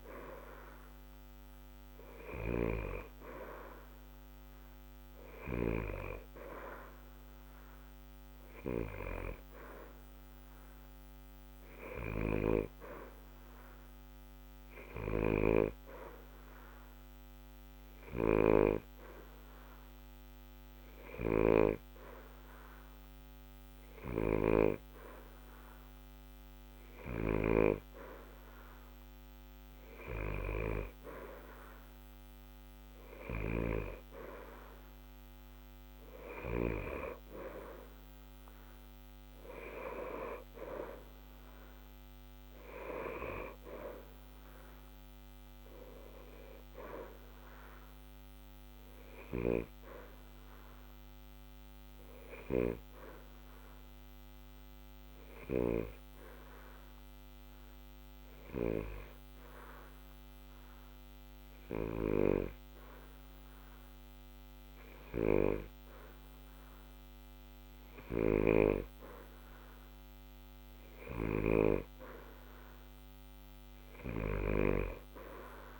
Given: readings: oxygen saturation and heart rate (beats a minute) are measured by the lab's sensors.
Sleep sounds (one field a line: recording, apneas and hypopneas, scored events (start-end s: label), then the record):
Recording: breathing in sleep by a microphone on the trachea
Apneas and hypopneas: 1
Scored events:
48.50-65.50 s: obstructive apnea (oxygen 91% before, 88% lowest, heart rate 60 before, 60 extreme, up 0 after)
67.50-70.50 s: arousal
From the record:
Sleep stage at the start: N2 (light sleep)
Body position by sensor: on the back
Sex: male